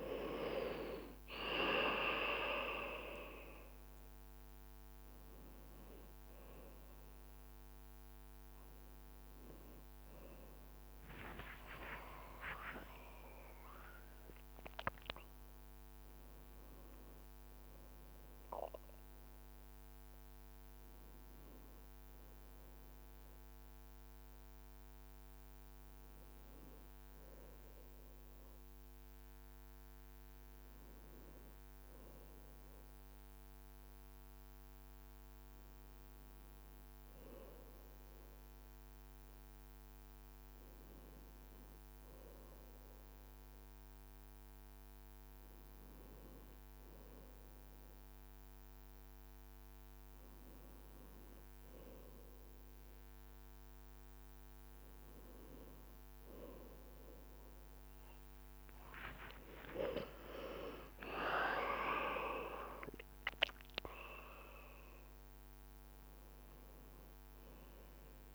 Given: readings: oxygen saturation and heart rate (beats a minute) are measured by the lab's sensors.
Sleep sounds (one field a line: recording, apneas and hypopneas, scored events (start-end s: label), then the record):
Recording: a person partly awake in a sleep study, by a microphone on the trachea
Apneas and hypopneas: 1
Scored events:
0.00-1.00 s: tachycardia (device-marked, heart rate 162 extreme)
0.00-20.00 s: oxygen desaturation (device-marked, oxygen 93% lowest, heart rate 55 extreme)
10.50-12.50 s: long interval between heartbeats (device-marked, heart rate 115 before, 74 extreme)
10.50-14.00 s: leg movement (device-marked)
14.00-68.35 s: new sleep stage, N1 (lightest sleep)
21.00-35.50 s: hypopnea (oxygen 97% before, 92% lowest, heart rate 82 before, 55 extreme, up 1 after)
35.00-65.00 s: oxygen desaturation (device-marked, oxygen 99% before, 92% lowest, heart rate 63 before, 56 extreme)
49.50-51.50 s: long interval between heartbeats (device-marked, heart rate 56 before, 60 extreme)
57.50-65.00 s: leg movement (device-marked)
58.50-63.50 s: arousal
59.00-61.00 s: long interval between heartbeats (device-marked, heart rate 57 before, 68 extreme)
From the record:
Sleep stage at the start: awake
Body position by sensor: on the back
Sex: male